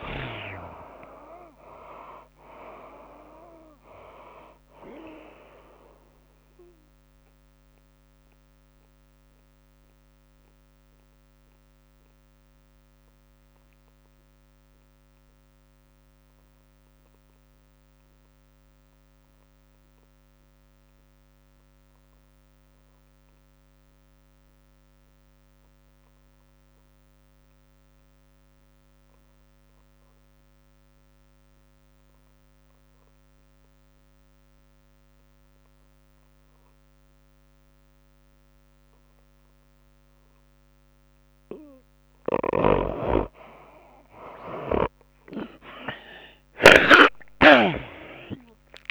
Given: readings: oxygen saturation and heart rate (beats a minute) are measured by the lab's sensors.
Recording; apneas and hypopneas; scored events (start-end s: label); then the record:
breathing in sleep by a microphone on the trachea; 1
0.00-17.00 s: oxygen desaturation (device-marked, oxygen 56% lowest, heart rate 79 extreme)
0.00-31.00 s: tachycardia (device-marked, heart rate 117 extreme)
2.00-17.00 s: drop in pulse transit time (device-marked, heart rate 93 before, 102 extreme)
7.50-41.50 s: mixed apnea (oxygen 75% before, 60% lowest, heart rate 95 before, 93 extreme, up 16 after)
19.00-48.91 s: oxygen desaturation (device-marked, oxygen 97% before, 60% lowest, heart rate 109 before, 93 extreme)
43.00-47.50 s: snoring (device-marked)
44.00-48.91 s: tachycardia (device-marked, heart rate 105 before, 118 extreme)
45.00-48.91 s: arousal
47.00-48.91 s: drop in pulse transit time (device-marked, heart rate 99 before, 102 extreme)
From the record:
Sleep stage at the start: N2 (light sleep); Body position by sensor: on the back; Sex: female